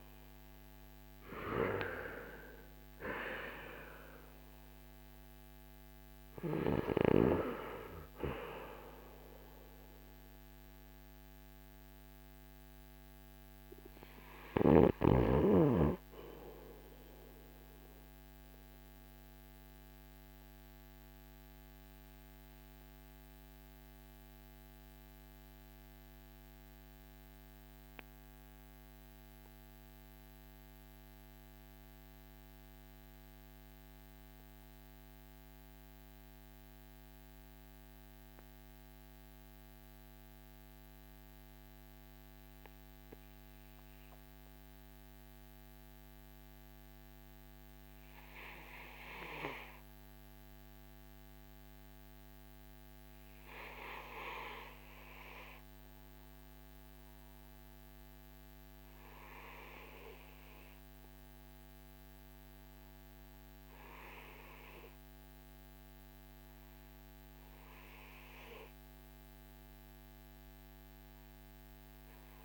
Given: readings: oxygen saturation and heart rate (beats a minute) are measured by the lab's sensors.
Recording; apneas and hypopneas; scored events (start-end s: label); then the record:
breathing in sleep by a microphone on the trachea; 1
0.00-13.50 s: oxygen desaturation (device-marked, oxygen 79% lowest, heart rate 42 extreme)
18.50-45.50 s: mixed apnea (oxygen 85% before, 78% lowest, heart rate 64 before, 42 extreme, up 8 after)
46.50-72.45 s: oxygen desaturation (device-marked, oxygen 98% before, 78% lowest, heart rate 53 before, 52 extreme)
47.50-51.50 s: arousal
From the record:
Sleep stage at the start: REM sleep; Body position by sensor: on the back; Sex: male